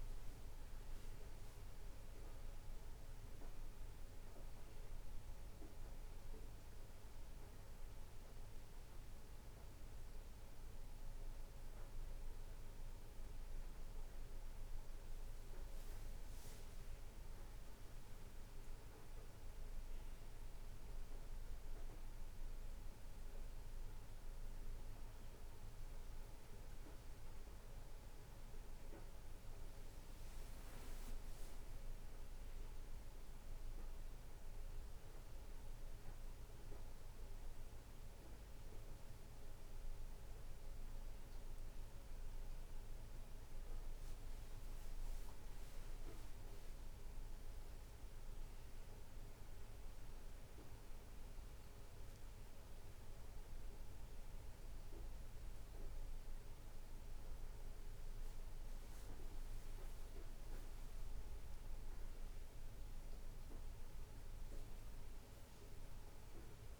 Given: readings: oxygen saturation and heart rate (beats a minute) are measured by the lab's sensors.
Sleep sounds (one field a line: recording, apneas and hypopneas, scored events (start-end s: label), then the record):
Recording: breathing in sleep, hard to hear, by a room microphone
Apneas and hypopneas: none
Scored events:
none scored
From the record:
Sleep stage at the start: N1 (lightest sleep)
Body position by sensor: on the back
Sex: male